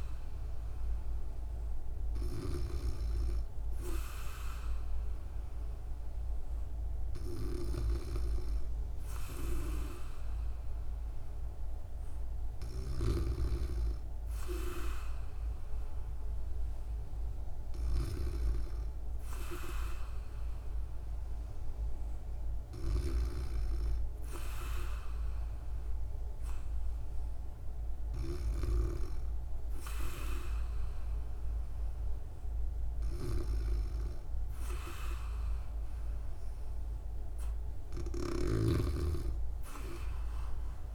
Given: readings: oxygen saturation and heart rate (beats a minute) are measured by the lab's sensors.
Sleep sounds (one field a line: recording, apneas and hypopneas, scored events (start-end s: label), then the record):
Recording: breathing in sleep by a room microphone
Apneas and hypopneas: none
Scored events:
none scored
From the record:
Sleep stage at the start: N2 (light sleep)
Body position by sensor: on the back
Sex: female